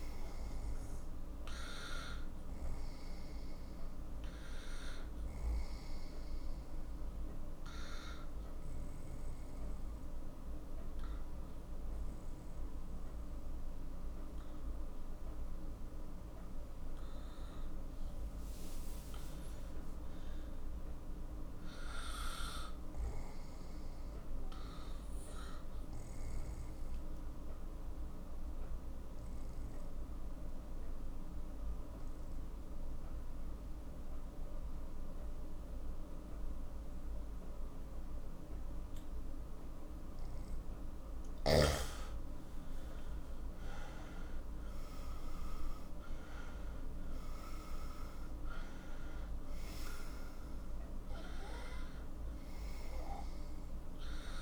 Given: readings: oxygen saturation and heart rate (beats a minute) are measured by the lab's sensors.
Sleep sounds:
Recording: breathing in sleep, hard to hear, by a room microphone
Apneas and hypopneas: 2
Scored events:
0.00-13.50 s: oxygen desaturation (device-marked, oxygen 90% lowest, heart rate 44 extreme)
7.50-18.00 s: obstructive apnea (oxygen 96% before, 89% lowest, heart rate 58 before, 46 extreme, up 14 after)
20.50-24.50 s: arousal
26.50-37.50 s: oxygen desaturation (device-marked, oxygen 98% before, 94% lowest, heart rate 51 before, 46 extreme)
27.50-41.50 s: obstructive apnea (oxygen 98% before, 89% lowest, heart rate 52 before, 46 extreme, up 11 after)
39.50-54.42 s: oxygen desaturation (device-marked, oxygen 95% before, 89% lowest, heart rate 57 before, 46 extreme)
43.50-47.00 s: arousal
From the record:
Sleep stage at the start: N2 (light sleep)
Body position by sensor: on the right side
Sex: male

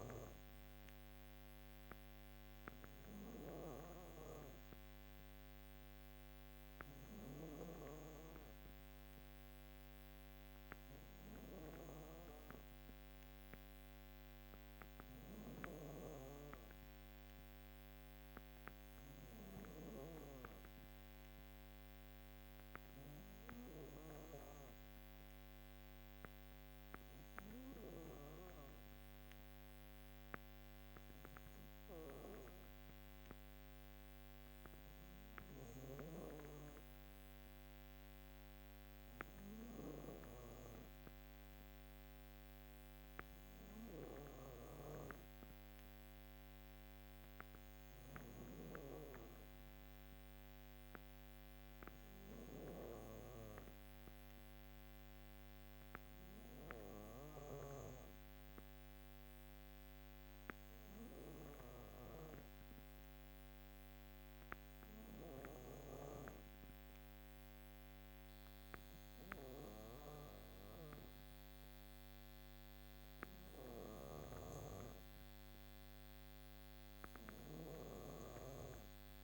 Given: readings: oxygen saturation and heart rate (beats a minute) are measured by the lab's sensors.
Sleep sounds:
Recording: breathing in sleep by a microphone on the trachea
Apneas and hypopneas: none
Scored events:
none scored
From the record:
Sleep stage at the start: N2 (light sleep)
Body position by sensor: on the back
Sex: female

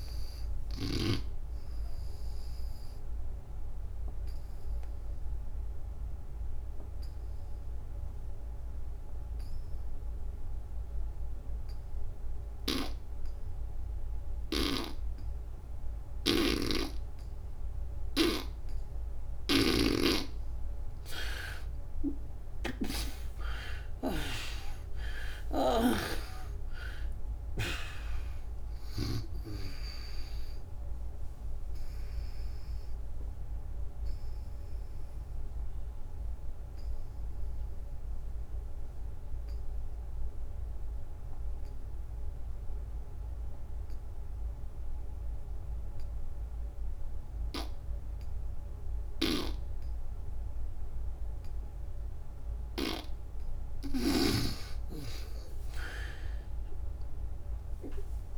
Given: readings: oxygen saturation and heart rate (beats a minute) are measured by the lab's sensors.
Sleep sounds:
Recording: breathing in sleep by a room microphone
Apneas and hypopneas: 2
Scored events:
0.00-8.50 s: oxygen desaturation (device-marked, oxygen 77% lowest, heart rate 65 extreme)
1.00-19.00 s: obstructive apnea (oxygen 98% before, 75% lowest, heart rate 82 before, 65 extreme, up 43 after)
16.00-19.50 s: snoring (device-marked)
21.50-26.00 s: arousal
21.50-40.50 s: oxygen desaturation (device-marked, oxygen 98% before, 77% lowest, heart rate 70 before, 60 extreme)
25.50-29.00 s: snoring (device-marked)
32.50-51.00 s: obstructive apnea (oxygen 98% before, 74% lowest, heart rate 82 before, 60 extreme, up 39 after)
47.50-52.50 s: oxygen desaturation (device-marked, oxygen 98% before, 92% lowest, heart rate 82 before, 65 extreme)
53.50-58.38 s: snoring (device-marked)
56.50-58.38 s: arousal
From the record:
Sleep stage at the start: N2 (light sleep)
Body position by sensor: on the back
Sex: female

